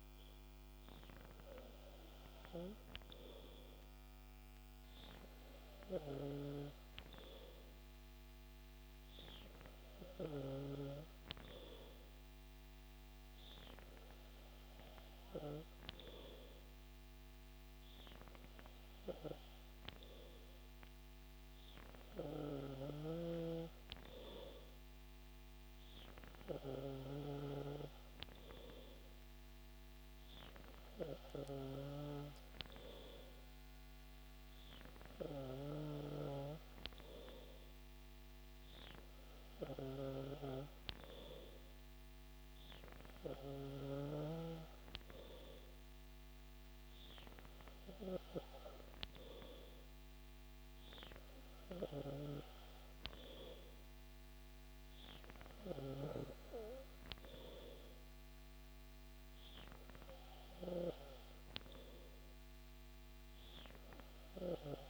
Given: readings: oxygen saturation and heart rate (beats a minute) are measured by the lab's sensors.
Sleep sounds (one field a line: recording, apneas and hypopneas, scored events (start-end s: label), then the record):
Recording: breathing in sleep by a microphone on the trachea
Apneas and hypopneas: none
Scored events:
none scored
From the record:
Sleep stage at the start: N2 (light sleep)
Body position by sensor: on the back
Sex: male